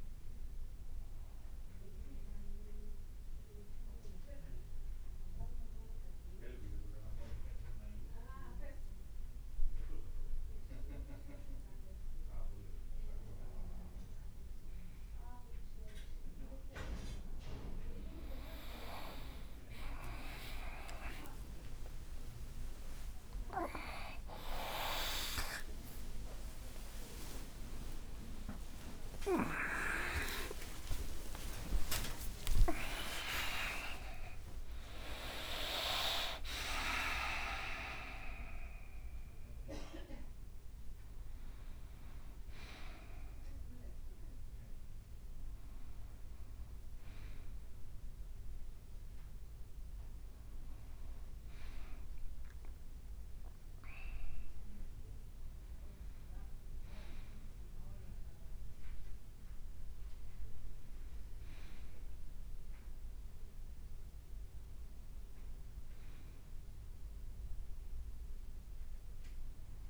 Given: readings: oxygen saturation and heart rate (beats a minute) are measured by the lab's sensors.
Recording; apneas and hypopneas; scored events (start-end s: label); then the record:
a person awake in a sleep study, by a room microphone; 1
2.00-13.00 s: obstructive apnea (oxygen 96% before, 93% lowest, heart rate 59 before, 57 extreme, up 2 after)
15.50-69.90 s: new sleep stage, awake
22.50-24.50 s: long interval between heartbeats (device-marked, heart rate 59 before, 79 extreme)
26.00-28.00 s: long interval between heartbeats (device-marked, heart rate 62 before, 88 extreme)
28.50-34.50 s: tachycardia (device-marked, heart rate 60 before, 121 extreme)
29.50-31.50 s: long interval between heartbeats (device-marked, heart rate 69 before, 93 extreme)
32.50-34.50 s: long interval between heartbeats (device-marked, heart rate 75 before, 118 extreme)
40.50-41.50 s: leg movement (device-marked)
51.50-58.50 s: leg movement (device-marked)
From the record:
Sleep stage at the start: N2 (light sleep); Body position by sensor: on the right side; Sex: male